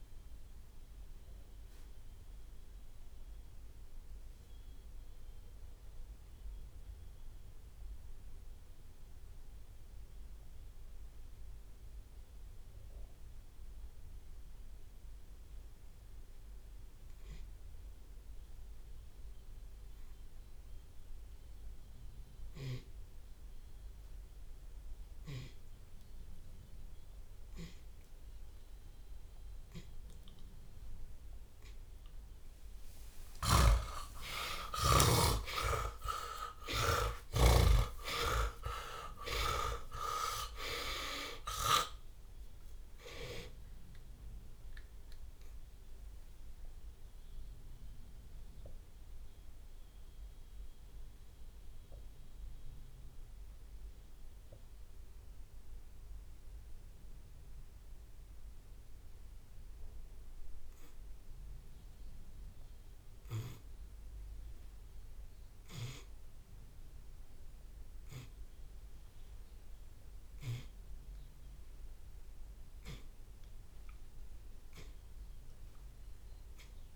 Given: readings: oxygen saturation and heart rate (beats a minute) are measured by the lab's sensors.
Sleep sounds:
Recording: breathing in sleep by a room microphone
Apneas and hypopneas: 2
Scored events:
1.00-30.50 s: obstructive apnea (oxygen 92% before, 80% lowest)
2.00-4.00 s: drop in pulse transit time (device-marked, heart rate 64 before, 56 extreme)
2.50-4.50 s: long interval between heartbeats (device-marked, heart rate 64 before, 56 extreme)
5.00-7.00 s: long interval between heartbeats (device-marked, heart rate 62 before, 47 extreme)
15.50-17.50 s: long interval between heartbeats (device-marked)
16.00-28.00 s: oxygen desaturation (device-marked, oxygen 93% before, 80% lowest, heart rate 45 before, 67 extreme)
18.50-20.50 s: long interval between heartbeats (device-marked, heart rate 42 before, 31 extreme)
19.00-30.00 s: drop in pulse transit time (device-marked, heart rate 40 before, 31 extreme)
21.50-23.50 s: long interval between heartbeats (device-marked, heart rate 37 before, 68 extreme)
24.00-26.00 s: long interval between heartbeats (device-marked, heart rate 40 before, 76 extreme)
24.00-34.00 s: tachycardia (device-marked, heart rate 40 before, 169 extreme)
26.00-28.00 s: long interval between heartbeats (device-marked, heart rate 43 before, 97 extreme)
30.00-32.00 s: long interval between heartbeats (device-marked, heart rate 57 before, 152 extreme)
33.00-37.00 s: snoring (device-marked)
33.00-38.50 s: arousal
33.50-35.50 s: long interval between heartbeats (device-marked, heart rate 76 before, 169 extreme)
35.50-37.50 s: long interval between heartbeats (device-marked, heart rate 92 before, 124 extreme)
38.50-40.50 s: long interval between heartbeats (device-marked, heart rate 106 before, 68 extreme)
41.00-42.00 s: drop in pulse transit time (device-marked, heart rate 111 before, 79 extreme)
42.00-44.00 s: long interval between heartbeats (device-marked, heart rate 112 before, 78 extreme)
47.50-63.50 s: mixed apnea (oxygen 91% before, 81% lowest)
63.00-69.00 s: tachycardia (device-marked, heart rate 39 before, 107 extreme)
From the record:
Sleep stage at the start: N2 (light sleep)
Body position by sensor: on the back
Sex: male

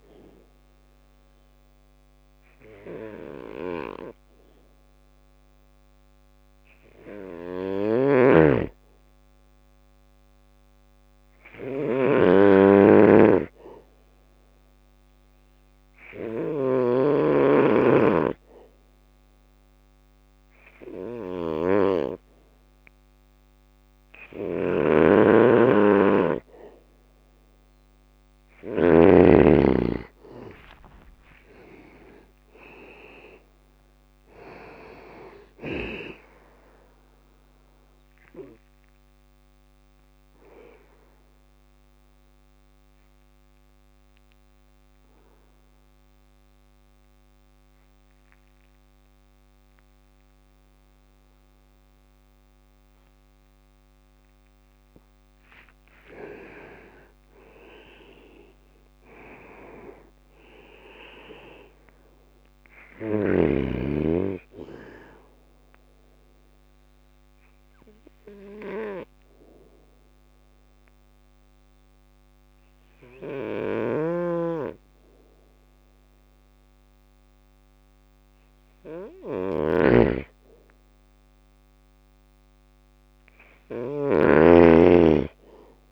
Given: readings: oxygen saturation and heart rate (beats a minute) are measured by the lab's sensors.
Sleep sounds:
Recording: breathing in sleep by a microphone on the trachea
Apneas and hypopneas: 3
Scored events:
0.00-7.00 s: bradycardia (device-marked, heart rate 58 extreme)
1.00-13.00 s: oxygen desaturation (device-marked, oxygen 98% before, 93% lowest, heart rate 60 before, 59 extreme)
6.50-28.00 s: snoring (device-marked)
13.50-25.50 s: obstructive apnea (oxygen 98% before, 92% lowest, heart rate 60 before, 57 extreme, up 5 after)
28.00-32.00 s: arousal
30.00-41.00 s: drop in pulse transit time (device-marked, heart rate 60 before, 58 extreme)
36.00-44.00 s: bradycardia (device-marked, heart rate 61 before, 57 extreme)
38.00-53.50 s: obstructive apnea (oxygen 97% before, 92% lowest, heart rate 62 before, 54 extreme, up 20 after)
47.00-50.00 s: bradycardia (device-marked, heart rate 61 before, 60 extreme)
55.00-59.50 s: arousal
57.00-70.00 s: drop in pulse transit time (device-marked, heart rate 60 before, 54 extreme)
58.50-60.50 s: long interval between heartbeats (device-marked, heart rate 60 before, 77 extreme)
63.00-84.00 s: bradycardia (device-marked, heart rate 61 before, 54 extreme)
65.00-77.50 s: obstructive apnea (oxygen 98% before, 92% lowest, heart rate 66 before, 55 extreme, up 4 after)
65.00-79.00 s: oxygen desaturation (device-marked, oxygen 98% before, 92% lowest, heart rate 66 before, 55 extreme)
72.50-83.00 s: snoring (device-marked)
80.00-84.00 s: arousal
From the record:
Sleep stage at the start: N2 (light sleep)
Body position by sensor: on the back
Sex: male

